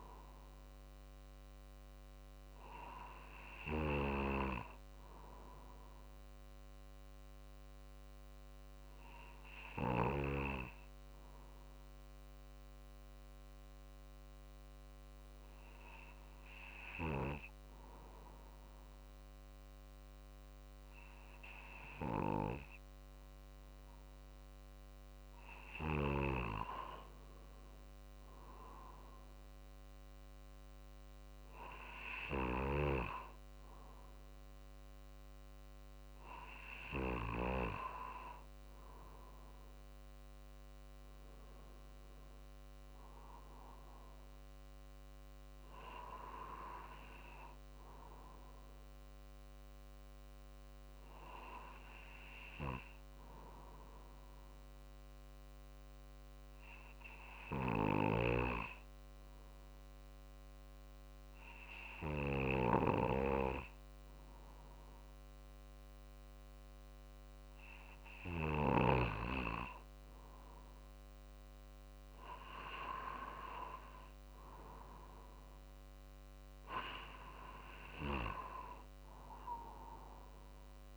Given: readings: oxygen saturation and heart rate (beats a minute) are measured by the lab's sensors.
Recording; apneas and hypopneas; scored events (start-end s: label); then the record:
breathing in sleep by a microphone on the trachea; 2
1.50-5.50 s: arousal
8.50-23.50 s: hypopnea (oxygen 95% before, 95% lowest, heart rate 50 before, 48 extreme, up 4 after)
26.00-30.00 s: arousal
30.50-54.50 s: drop in pulse transit time (device-marked, heart rate 49 before, 49 extreme)
50.50-69.00 s: hypopnea (oxygen 96% before, 95% lowest, heart rate 51 before, 49 extreme, up 3 after)
71.00-75.50 s: arousal
74.50-80.97 s: drop in pulse transit time (device-marked, heart rate 50 before, 50 extreme)
From the record:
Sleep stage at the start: N2 (light sleep); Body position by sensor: on the right side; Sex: male